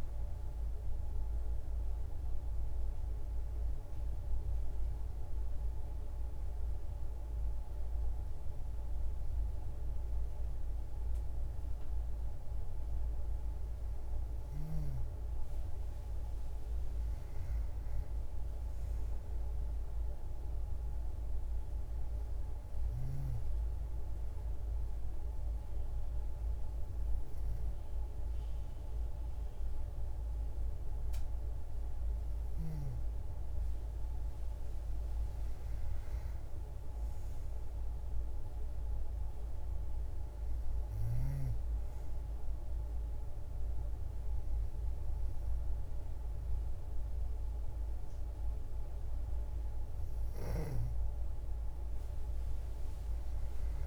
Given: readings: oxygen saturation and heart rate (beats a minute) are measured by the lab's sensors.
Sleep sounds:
breathing in sleep, hard to hear, by a room microphone; 2
4.50-15.50 s: hypopnea (oxygen 96% before, 93% lowest, heart rate 85 before, 67 extreme)
17.50-21.00 s: arousal
24.00-34.00 s: hypopnea (oxygen 96% before, 93% lowest, heart rate 85 before, 56 extreme, up 38 after)
36.00-39.00 s: arousal
From the record:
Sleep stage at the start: N2 (light sleep); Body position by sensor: on the back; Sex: female

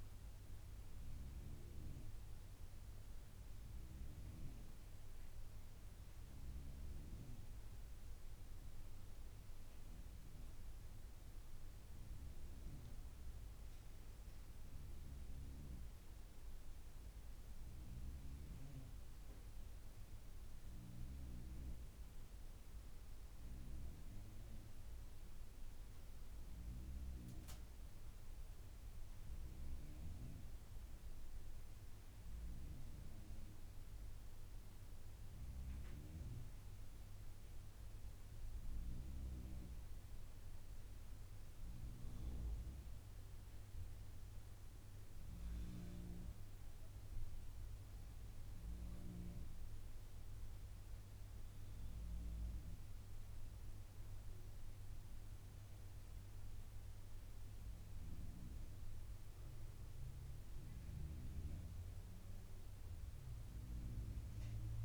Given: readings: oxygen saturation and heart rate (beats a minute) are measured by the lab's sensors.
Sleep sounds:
breathing in sleep, hard to hear, by a room microphone; 1
46.50-58.50 s: obstructive apnea (oxygen 97% before, 96% lowest)
60.50-64.00 s: arousal
From the record:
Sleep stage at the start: N2 (light sleep); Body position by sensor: on the back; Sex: male

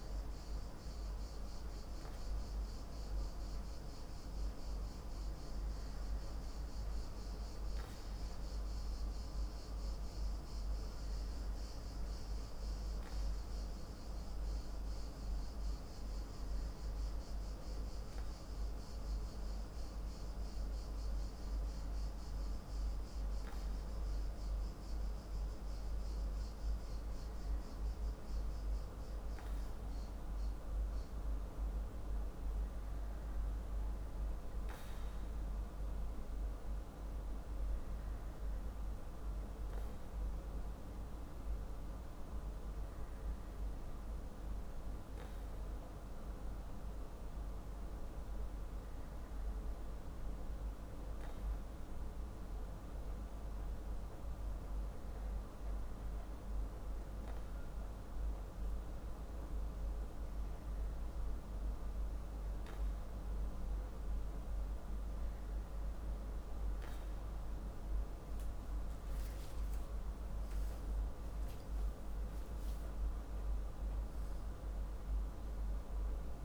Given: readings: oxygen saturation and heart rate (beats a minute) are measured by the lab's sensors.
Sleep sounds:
breathing in sleep, hard to hear, by a room microphone; none
54.00-76.45 s: new sleep stage, N2 (light sleep)
70.00-73.50 s: arousal
From the record:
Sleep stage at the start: N3 (deep sleep); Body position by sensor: on the back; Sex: male

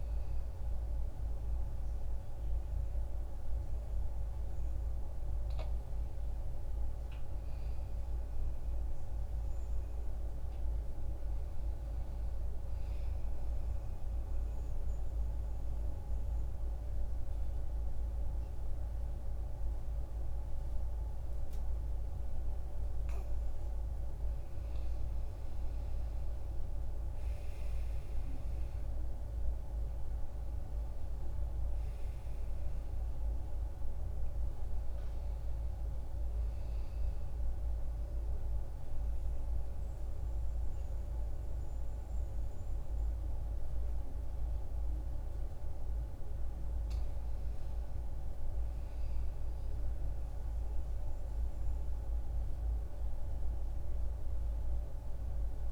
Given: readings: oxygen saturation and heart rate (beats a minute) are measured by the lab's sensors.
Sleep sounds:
breathing in sleep, hard to hear, by a room microphone; 2
0.00-51.00 s: oxygen desaturation (device-marked, oxygen 89% lowest, heart rate 63 extreme)
13.00-24.00 s: obstructive apnea (oxygen 99% before, 89% lowest, heart rate 68 before, 65 extreme, up 0 after)
26.00-31.00 s: arousal
37.00-47.00 s: mixed apnea (oxygen 96% before, 89% lowest, heart rate 66 before, 63 extreme, up 3 after)
From the record:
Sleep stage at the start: N2 (light sleep); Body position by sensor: on the back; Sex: male

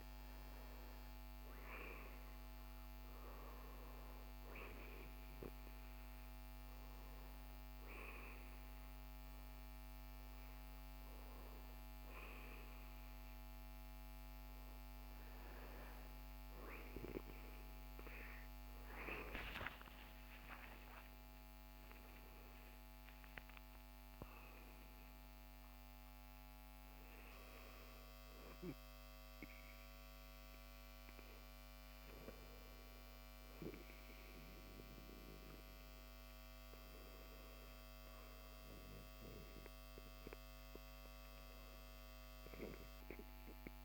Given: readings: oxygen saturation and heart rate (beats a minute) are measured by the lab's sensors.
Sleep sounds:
breathing in sleep by a microphone on the trachea; none
3.00-21.00 s: oxygen desaturation (device-marked, oxygen 98% before, 94% lowest, heart rate 71 before, 44 extreme)
18.00-23.00 s: arousal
From the record:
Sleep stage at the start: REM sleep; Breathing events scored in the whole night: 219 in 7.0 hours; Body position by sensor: on the back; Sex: male

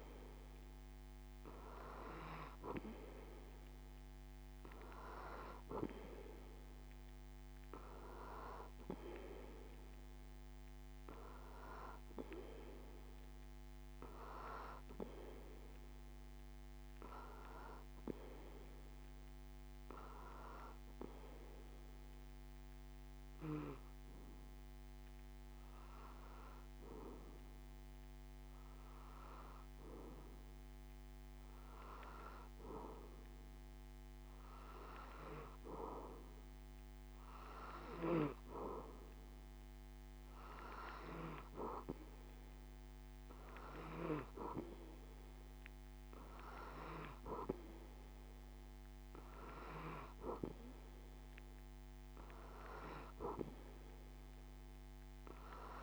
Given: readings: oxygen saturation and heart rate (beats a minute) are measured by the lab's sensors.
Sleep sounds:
breathing in sleep by a microphone on the trachea; none
32.00-55.83 s: new sleep stage, N3 (deep sleep)
From the record:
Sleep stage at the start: N2 (light sleep); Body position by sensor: on the back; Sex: male

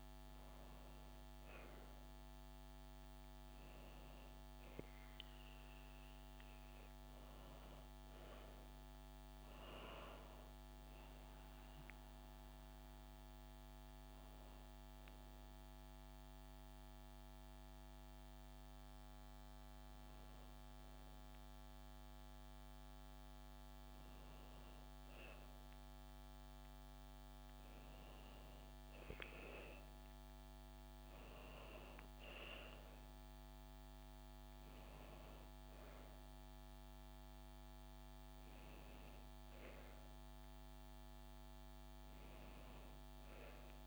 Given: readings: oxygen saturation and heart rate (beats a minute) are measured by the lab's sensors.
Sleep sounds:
breathing in sleep, hard to hear, by a microphone on the trachea; none
none scored
From the record:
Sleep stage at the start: N1 (lightest sleep); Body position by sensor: on the back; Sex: female

